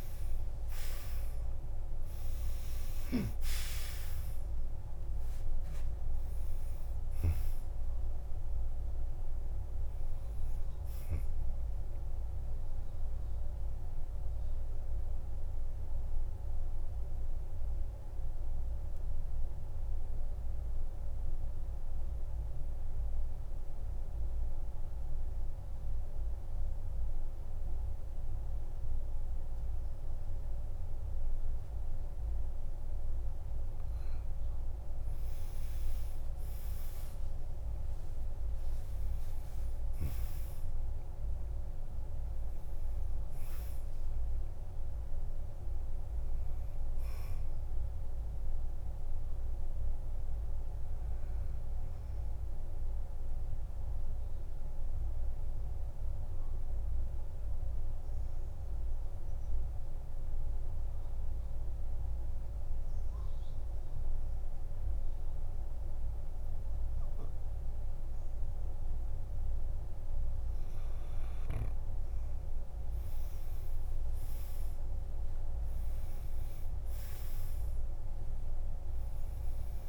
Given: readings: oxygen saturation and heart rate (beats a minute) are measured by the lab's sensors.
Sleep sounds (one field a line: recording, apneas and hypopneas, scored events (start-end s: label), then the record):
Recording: breathing in sleep, hard to hear, by a room microphone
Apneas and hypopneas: 2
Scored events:
0.00-1.00 s: long interval between heartbeats (device-marked, heart rate 84 extreme)
0.00-3.00 s: arousal
0.00-30.00 s: oxygen desaturation (device-marked, oxygen 90% lowest, heart rate 45 extreme)
13.50-33.50 s: central apnea (oxygen 98% before, 90% lowest, heart rate 70 before, 45 extreme, up 32 after)
36.00-39.50 s: arousal
38.00-40.00 s: long interval between heartbeats (device-marked, heart rate 48 before, 74 extreme)
45.00-65.00 s: oxygen desaturation (device-marked, oxygen 99% before, 95% lowest, heart rate 58 before, 48 extreme)
50.50-70.00 s: obstructive apnea (oxygen 99% before, 92% lowest, heart rate 60 before, 46 extreme, up 11 after)
73.50-77.00 s: arousal
75.00-79.89 s: oxygen desaturation (device-marked, oxygen 99% before, 92% lowest, heart rate 50 before, 46 extreme)
From the record:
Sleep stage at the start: N2 (light sleep)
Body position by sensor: on the back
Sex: male